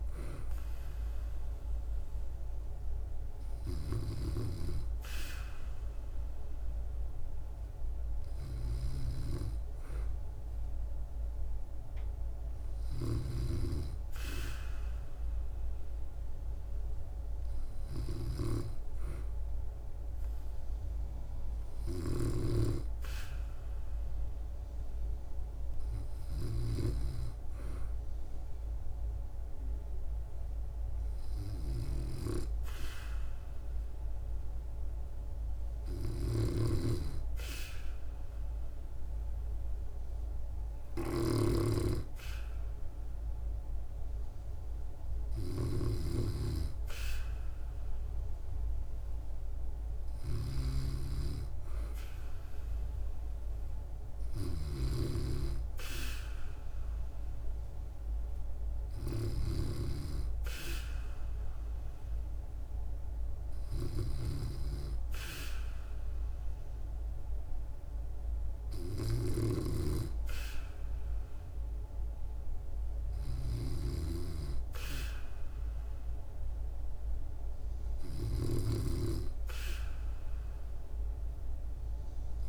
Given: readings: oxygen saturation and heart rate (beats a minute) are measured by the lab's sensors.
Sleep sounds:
breathing in sleep by a room microphone; none
0.00-4.00 s: snoring (device-marked)
12.50-82.49 s: snoring (device-marked)
From the record:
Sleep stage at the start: N2 (light sleep); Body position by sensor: on the back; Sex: female

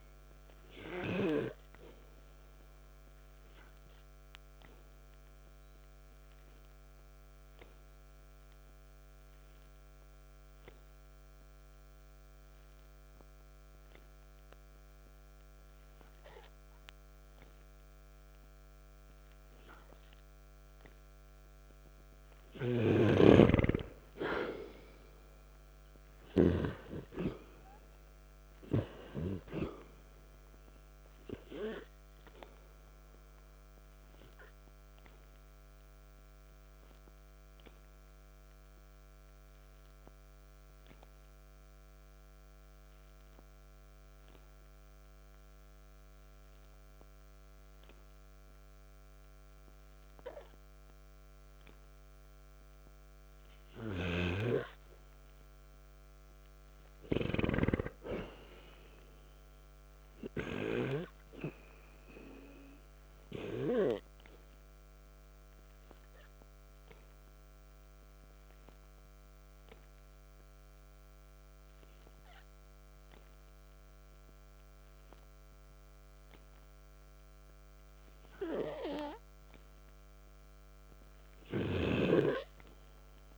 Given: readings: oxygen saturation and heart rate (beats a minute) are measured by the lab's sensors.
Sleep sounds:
breathing in sleep by a microphone on the trachea; 3
2.00-23.50 s: obstructive apnea (oxygen 97% before, 88% lowest, heart rate 54 before, 54 extreme, up 2 after)
4.50-27.50 s: oxygen desaturation (device-marked, oxygen 97% before, 88% lowest, heart rate 54 before, 54 extreme)
25.50-28.50 s: arousal
31.50-42.50 s: obstructive apnea (oxygen 96% before, 89% lowest, heart rate 56 before, 53 extreme, up 1 after)
45.00-48.50 s: arousal
50.50-64.50 s: oxygen desaturation (device-marked, oxygen 98% before, 92% lowest, heart rate 56 before, 53 extreme)
62.00-78.50 s: hypopnea (oxygen 98% before, 89% lowest, heart rate 55 before, 53 extreme, up 0 after)
71.50-83.37 s: oxygen desaturation (device-marked, oxygen 96% before, 89% lowest, heart rate 55 before, 53 extreme)
From the record:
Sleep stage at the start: N2 (light sleep); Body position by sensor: on the back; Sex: male

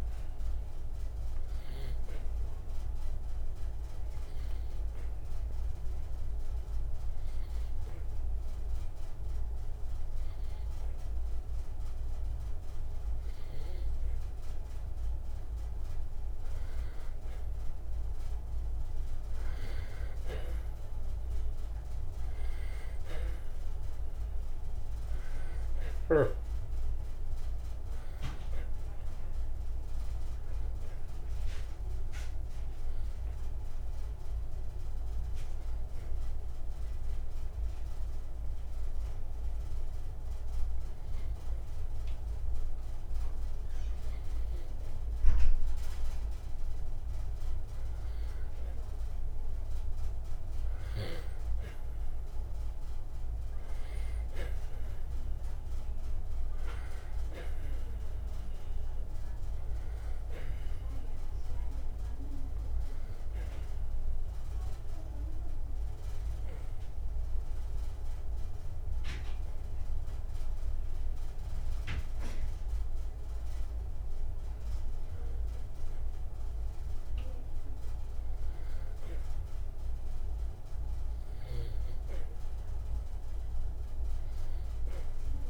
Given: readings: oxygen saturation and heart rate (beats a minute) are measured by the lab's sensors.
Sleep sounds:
breathing in sleep, hard to hear, by a room microphone; 3
0.00-26.00 s: oxygen desaturation (device-marked, oxygen 91% lowest, heart rate 58 extreme)
2.50-16.50 s: hypopnea (oxygen 97% before, 90% lowest, heart rate 82 before, 59 extreme, up 4 after)
20.50-23.50 s: arousal
34.00-47.50 s: hypopnea (oxygen 93% before, 90% lowest, heart rate 63 before, 58 extreme, up 6 after)
44.00-57.00 s: oxygen desaturation (device-marked, oxygen 93% before, 90% lowest, heart rate 61 before, 59 extreme)
50.00-53.50 s: arousal
64.00-76.00 s: hypopnea (oxygen 96% before, 91% lowest, heart rate 62 before, 59 extreme, up 7 after)
76.00-85.50 s: oxygen desaturation (device-marked, oxygen 95% before, 91% lowest, heart rate 62 before, 59 extreme)
80.00-83.50 s: arousal
From the record:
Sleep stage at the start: N2 (light sleep); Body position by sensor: on the back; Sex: male

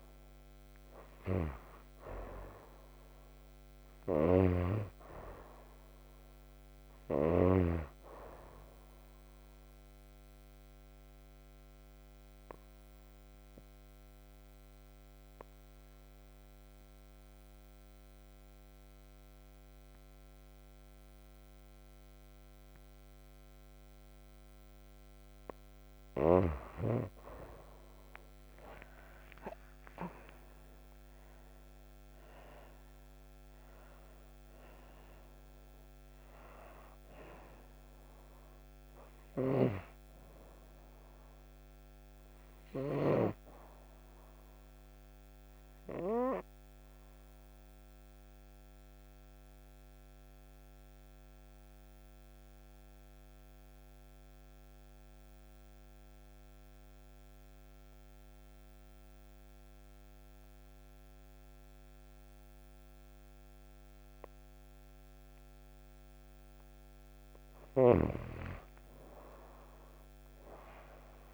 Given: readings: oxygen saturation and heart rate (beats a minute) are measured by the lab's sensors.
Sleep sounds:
breathing in sleep by a microphone on the trachea; 2
9.00-25.50 s: obstructive apnea (oxygen 97% before, 89% lowest, heart rate 62 before, 61 extreme, up 27 after)
10.50-21.50 s: oxygen desaturation (device-marked, oxygen 96% before, 93% lowest, heart rate 62 before, 61 extreme)
27.00-32.50 s: arousal
29.50-58.50 s: oxygen desaturation (device-marked, oxygen 96% before, 89% lowest, heart rate 64 before, 58 extreme)
39.00-43.00 s: snoring (device-marked)
41.00-66.50 s: obstructive apnea (oxygen 96% before, 89% lowest, heart rate 72 before, 58 extreme, up 21 after)
From the record:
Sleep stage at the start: N2 (light sleep); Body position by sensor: on the right side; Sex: female

